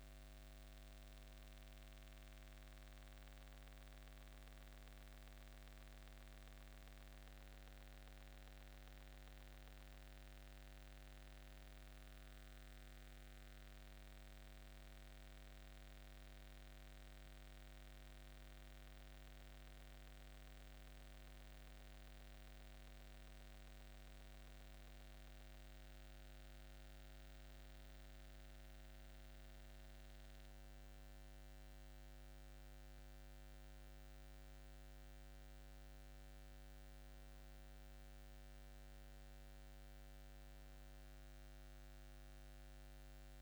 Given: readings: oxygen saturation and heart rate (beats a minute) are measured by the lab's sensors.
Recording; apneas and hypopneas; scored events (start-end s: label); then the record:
a person awake in a sleep study, hard to hear, by a microphone on the trachea; none
30.00-43.42 s: new sleep stage, N1 (lightest sleep)
From the record:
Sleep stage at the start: awake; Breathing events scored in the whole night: 12 in 4.4 hours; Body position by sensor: upright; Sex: male